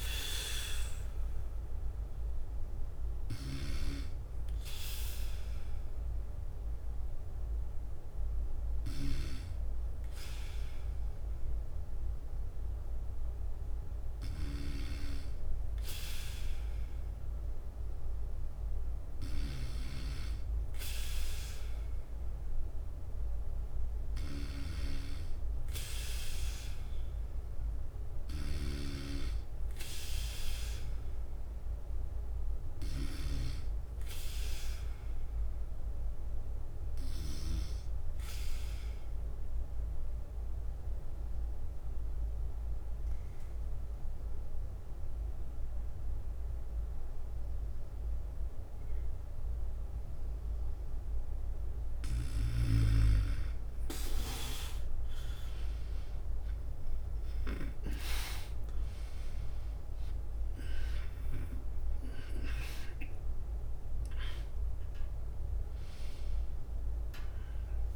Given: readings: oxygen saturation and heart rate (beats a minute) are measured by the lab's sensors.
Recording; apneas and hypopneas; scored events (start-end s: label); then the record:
breathing in sleep by a room microphone; 2
1.50-24.50 s: bradycardia (device-marked, heart rate 60 before, 52 extreme)
4.00-17.00 s: hypopnea (oxygen 95% before, 89% lowest, heart rate 59 before, 52 extreme, up 5 after)
5.50-19.50 s: oxygen desaturation (device-marked, oxygen 95% before, 90% lowest, heart rate 60 before, 52 extreme)
24.50-28.50 s: arousal
32.50-52.50 s: bradycardia (device-marked, heart rate 60 before, 54 extreme)
36.50-50.50 s: obstructive apnea (oxygen 97% before, 88% lowest, heart rate 58 before, 54 extreme, up 9 after)
49.50-56.50 s: oxygen desaturation (device-marked, oxygen 94% before, 91% lowest, heart rate 58 before, 60 extreme)
57.50-62.00 s: arousal
59.50-67.96 s: drop in pulse transit time (device-marked, heart rate 57 before, 66 extreme)
From the record:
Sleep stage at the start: N2 (light sleep); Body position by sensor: on the back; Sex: male